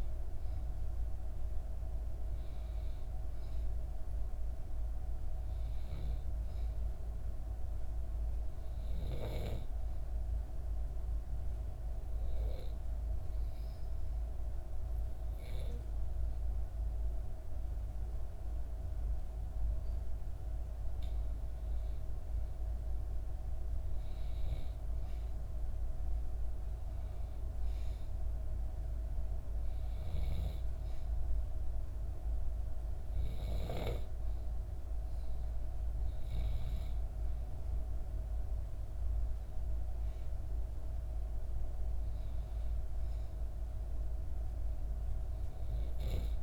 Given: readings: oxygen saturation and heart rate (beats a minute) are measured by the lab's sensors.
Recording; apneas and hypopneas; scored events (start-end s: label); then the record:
breathing in sleep, hard to hear, by a room microphone; 1
9.50-19.50 s: obstructive apnea (oxygen 95% before, 92% lowest, heart rate 68 before, 67 extreme, up 3 after)
22.00-26.00 s: arousal
From the record:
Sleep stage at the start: N2 (light sleep); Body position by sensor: on the back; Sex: female